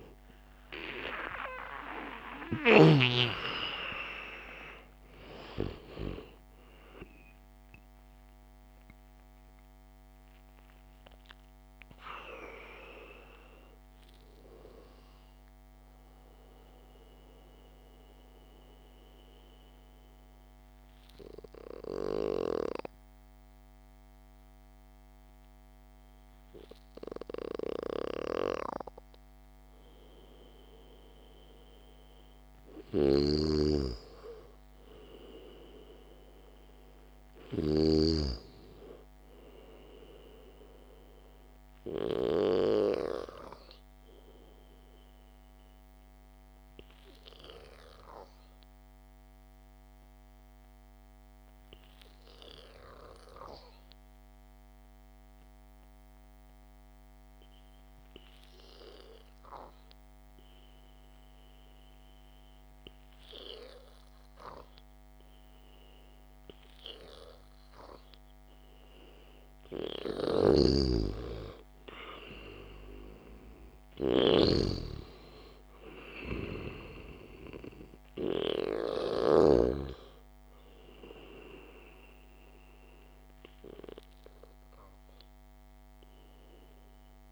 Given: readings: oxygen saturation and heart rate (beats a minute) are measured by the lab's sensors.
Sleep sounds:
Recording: breathing in sleep by a microphone on the trachea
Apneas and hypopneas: 2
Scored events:
0.00-5.50 s: arousal
14.00-26.00 s: oxygen desaturation (device-marked, oxygen 96% before, 91% lowest, heart rate 71 before, 53 extreme)
18.50-32.50 s: hypopnea (oxygen 96% before, 91% lowest, heart rate 77 before, 53 extreme, up 4 after)
33.00-38.00 s: snoring (device-marked)
34.00-37.50 s: arousal
38.00-60.00 s: oxygen desaturation (device-marked, oxygen 99% before, 94% lowest, heart rate 61 before, 53 extreme)
47.50-66.00 s: obstructive apnea (oxygen 99% before, 94% lowest, heart rate 57 before, 53 extreme, up 3 after)
68.50-73.00 s: arousal
70.50-80.00 s: snoring (device-marked)
From the record:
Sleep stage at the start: N2 (light sleep)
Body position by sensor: on the back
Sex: male

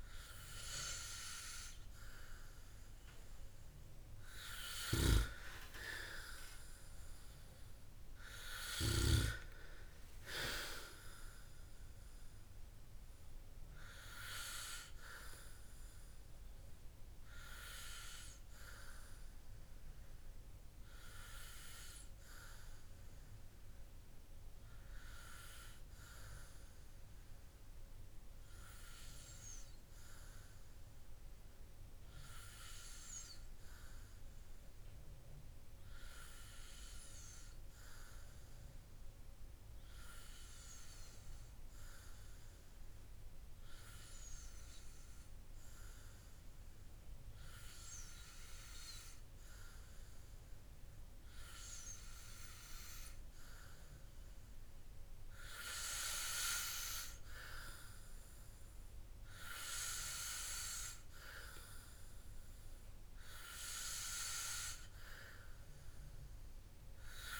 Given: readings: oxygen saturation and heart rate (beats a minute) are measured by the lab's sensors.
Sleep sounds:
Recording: breathing in sleep by a room microphone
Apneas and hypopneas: none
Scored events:
none scored
From the record:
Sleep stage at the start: N2 (light sleep)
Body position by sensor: on the back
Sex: male

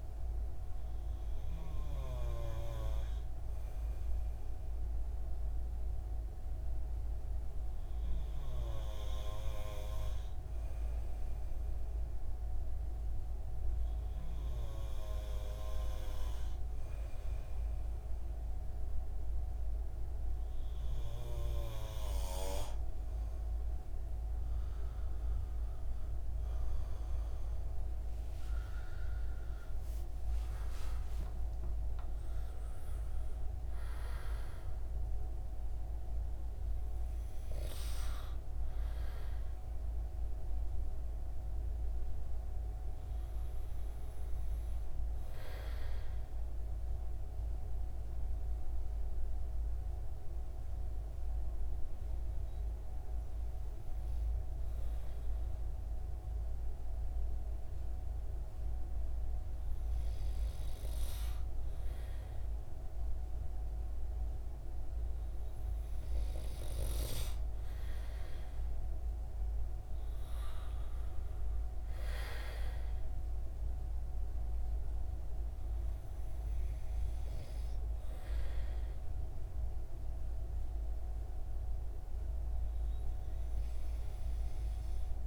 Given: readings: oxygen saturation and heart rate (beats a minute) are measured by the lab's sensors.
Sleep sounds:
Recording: breathing in sleep by a room microphone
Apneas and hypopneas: none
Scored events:
28.00-32.50 s: arousal
From the record:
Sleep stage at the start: N2 (light sleep)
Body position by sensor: on the right side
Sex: male

